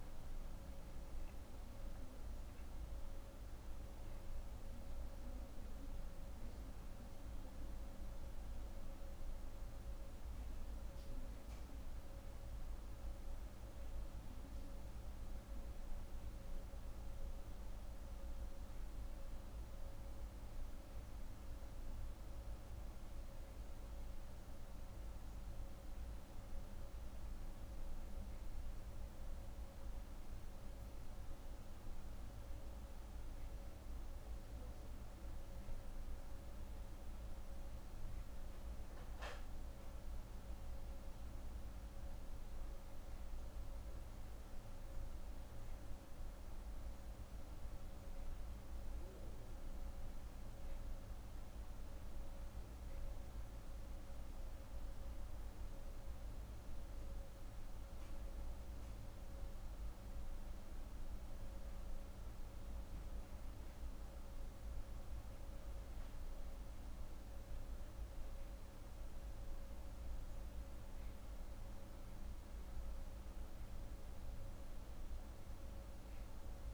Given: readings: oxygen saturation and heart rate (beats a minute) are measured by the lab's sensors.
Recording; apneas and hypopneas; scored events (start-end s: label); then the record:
breathing in sleep, hard to hear, by a room microphone; none
none scored
From the record:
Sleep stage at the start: N2 (light sleep); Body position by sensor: on the right side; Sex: female